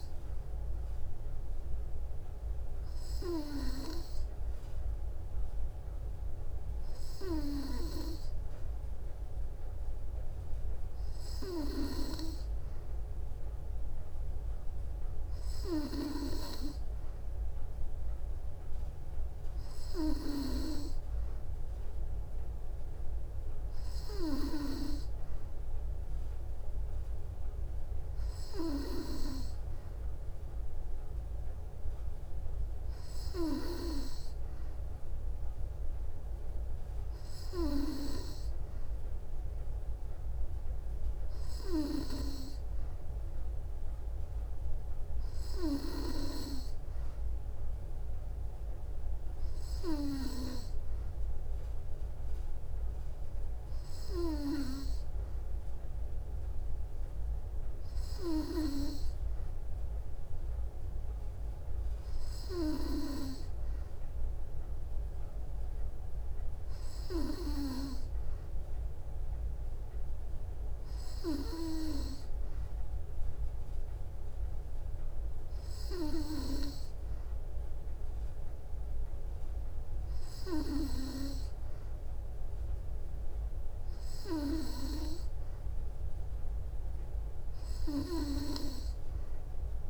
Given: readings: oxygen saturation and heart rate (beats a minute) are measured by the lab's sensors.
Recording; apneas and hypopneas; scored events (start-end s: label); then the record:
breathing in sleep by a room microphone; none
none scored
From the record:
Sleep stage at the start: N2 (light sleep); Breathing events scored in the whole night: 105 in 6.2 hours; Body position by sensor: on the back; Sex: female